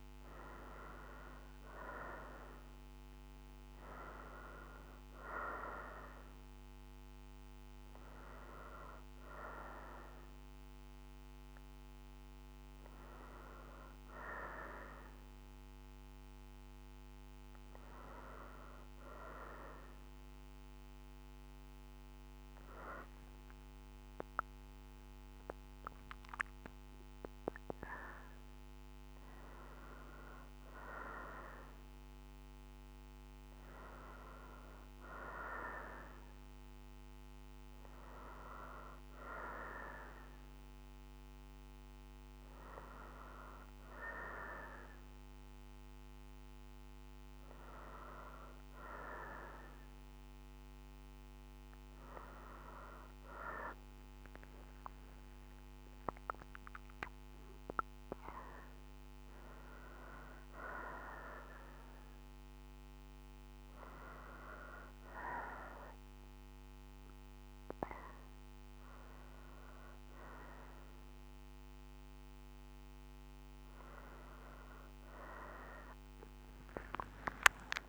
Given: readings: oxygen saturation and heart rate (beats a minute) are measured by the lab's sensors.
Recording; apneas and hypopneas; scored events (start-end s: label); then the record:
breathing in sleep by a microphone on the trachea; none
10.00-17.00 s: oxygen desaturation (device-marked, oxygen 95% before, 91% lowest, heart rate 67 before, 62 extreme)
21.50-25.50 s: arousal
35.00-46.00 s: oxygen desaturation (device-marked, oxygen 94% before, 90% lowest, heart rate 64 before, 63 extreme)
76.00-77.89 s: arousal
From the record:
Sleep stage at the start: N2 (light sleep); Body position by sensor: on the right side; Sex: female